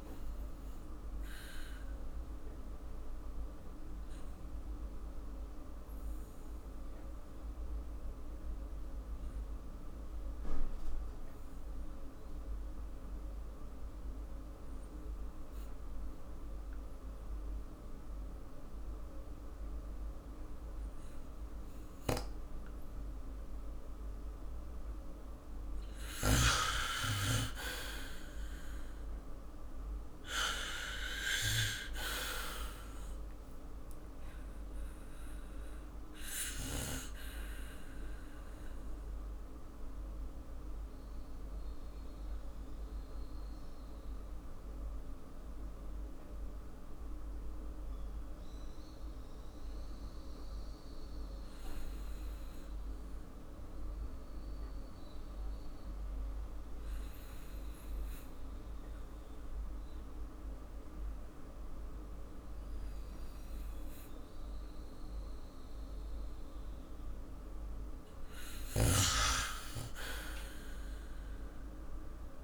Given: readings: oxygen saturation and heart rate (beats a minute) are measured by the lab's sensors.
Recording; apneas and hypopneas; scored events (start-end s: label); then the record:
breathing in sleep by a room microphone; 2
0.00-3.50 s: oxygen desaturation (device-marked, oxygen 94% lowest, heart rate 48 extreme)
2.50-25.00 s: obstructive apnea (oxygen 99% before, 93% lowest, heart rate 52 before, 48 extreme, up 10 after)
27.00-30.50 s: arousal
30.50-60.50 s: oxygen desaturation (device-marked, oxygen 98% before, 94% lowest, heart rate 50 before, 49 extreme)
37.50-66.50 s: mixed apnea (oxygen 98% before, 93% lowest, heart rate 54 before, 46 extreme, up 4 after)
69.50-72.44 s: arousal
From the record:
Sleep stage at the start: N2 (light sleep); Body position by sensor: on the back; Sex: male